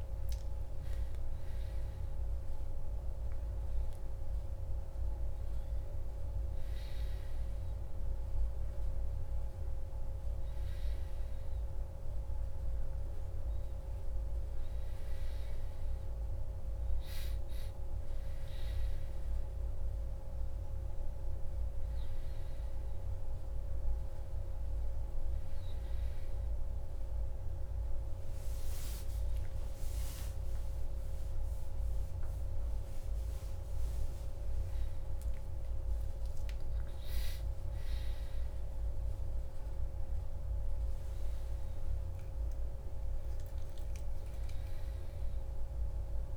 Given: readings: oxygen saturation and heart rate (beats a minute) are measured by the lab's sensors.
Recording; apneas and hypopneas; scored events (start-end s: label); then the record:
a person awake in a sleep study, hard to hear, by a room microphone; none
none scored
From the record:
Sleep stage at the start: awake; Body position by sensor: on the back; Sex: male